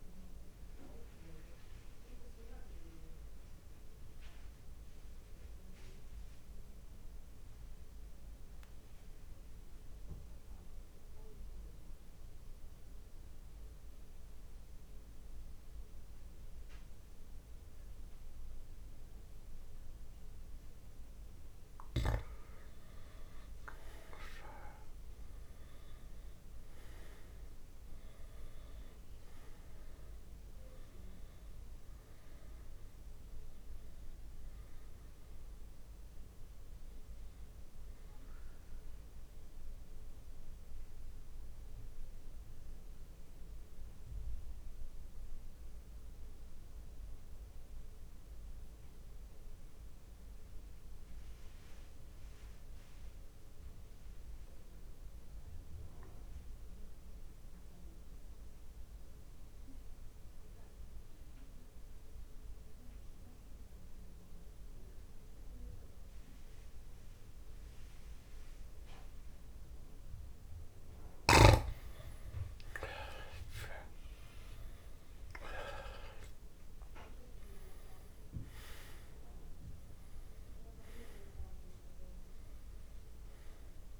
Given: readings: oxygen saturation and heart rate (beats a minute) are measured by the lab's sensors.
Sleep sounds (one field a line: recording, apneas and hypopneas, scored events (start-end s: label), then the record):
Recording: breathing in sleep by a room microphone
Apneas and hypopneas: 2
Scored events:
0.00-8.00 s: oxygen desaturation (device-marked, oxygen 90% lowest)
1.00-3.00 s: long interval between heartbeats (device-marked)
3.50-20.00 s: mixed apnea (oxygen 97% before, 91% lowest)
23.50-28.00 s: arousal
24.00-26.00 s: long interval between heartbeats (device-marked)
34.00-60.00 s: oxygen desaturation (device-marked, oxygen 99% before, 91% lowest)
39.50-70.50 s: mixed apnea (oxygen 100% before, 90% lowest)
73.00-77.00 s: arousal
78.00-83.99 s: oxygen desaturation (device-marked, oxygen 99% before, 90% lowest)
From the record:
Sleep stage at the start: N2 (light sleep)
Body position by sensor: on the back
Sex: male